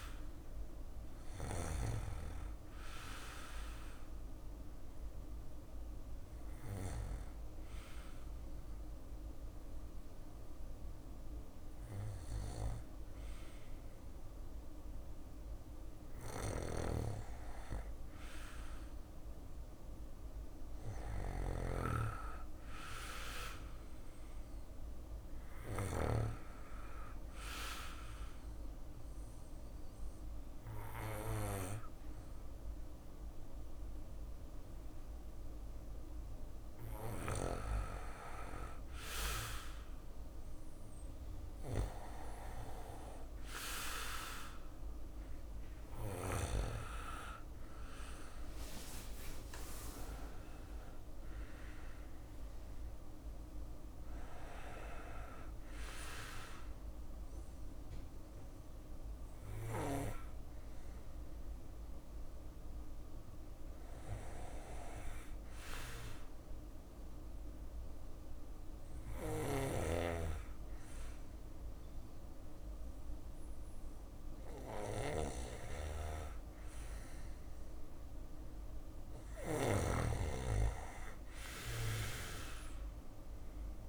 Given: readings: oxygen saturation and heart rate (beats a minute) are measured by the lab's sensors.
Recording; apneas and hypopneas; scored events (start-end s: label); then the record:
breathing in sleep by a room microphone; 2
0.00-11.00 s: oxygen desaturation (device-marked, oxygen 94% lowest, heart rate 61 extreme)
2.00-13.00 s: hypopnea (oxygen 97% before, 94% lowest, heart rate 64 before, 61 extreme, up 3 after)
16.50-20.00 s: arousal
24.00-36.00 s: obstructive apnea (oxygen 97% before, 94% lowest, heart rate 65 before, 62 extreme, up 3 after)
43.50-48.00 s: arousal
49.00-62.00 s: drop in pulse transit time (device-marked, heart rate 63 before, 62 extreme)
78.50-83.89 s: snoring (device-marked)
From the record:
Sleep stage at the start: N2 (light sleep); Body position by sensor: on the back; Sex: male